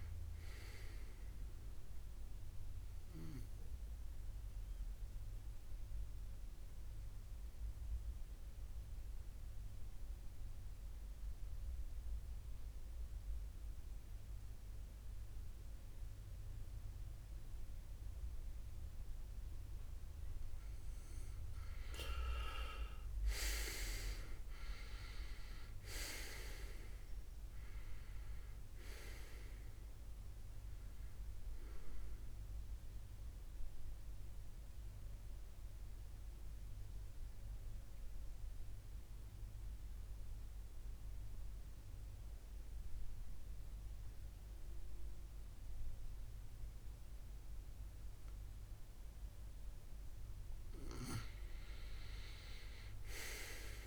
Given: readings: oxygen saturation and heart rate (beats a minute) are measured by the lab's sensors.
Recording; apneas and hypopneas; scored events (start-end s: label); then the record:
breathing in sleep by a room microphone; 2
2.00-20.50 s: mixed apnea (oxygen 97% before, 91% lowest, heart rate 74 before, 67 extreme, up 9 after)
14.00-22.00 s: oxygen desaturation (device-marked, oxygen 96% before, 93% lowest, heart rate 72 before, 67 extreme)
23.50-27.50 s: arousal
32.00-49.50 s: central apnea (oxygen 97% before, 91% lowest, heart rate 71 before, 68 extreme, up 6 after)
51.00-53.87 s: arousal
From the record:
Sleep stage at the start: N2 (light sleep); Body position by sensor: on the back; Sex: male